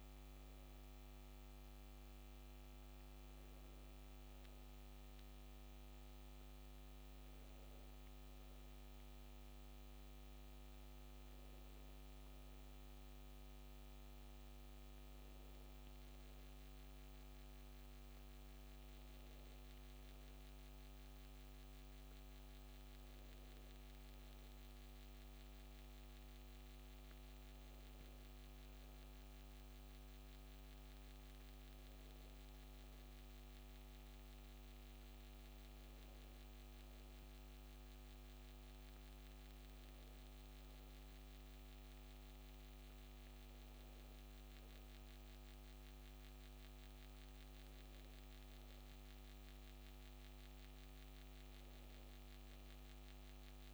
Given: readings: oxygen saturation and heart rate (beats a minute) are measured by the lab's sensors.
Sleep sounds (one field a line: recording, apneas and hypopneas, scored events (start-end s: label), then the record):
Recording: breathing in sleep, hard to hear, by a microphone on the trachea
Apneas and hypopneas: none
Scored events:
none scored
From the record:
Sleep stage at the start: N2 (light sleep)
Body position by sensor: on the back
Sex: female